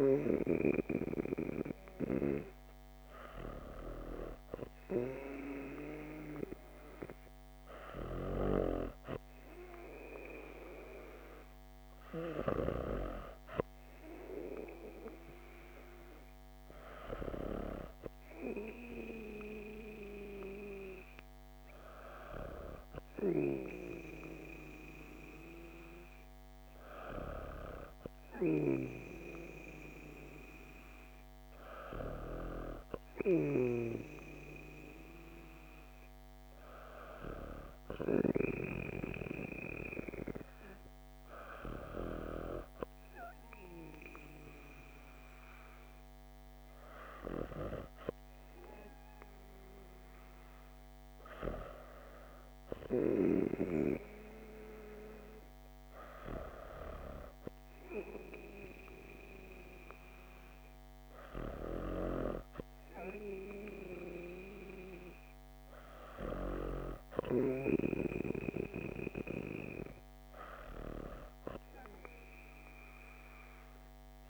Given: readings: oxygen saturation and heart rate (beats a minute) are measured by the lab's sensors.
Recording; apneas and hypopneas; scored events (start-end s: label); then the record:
breathing in sleep by a microphone on the trachea; none
none scored
From the record:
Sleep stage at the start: N2 (light sleep); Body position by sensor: on the back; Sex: female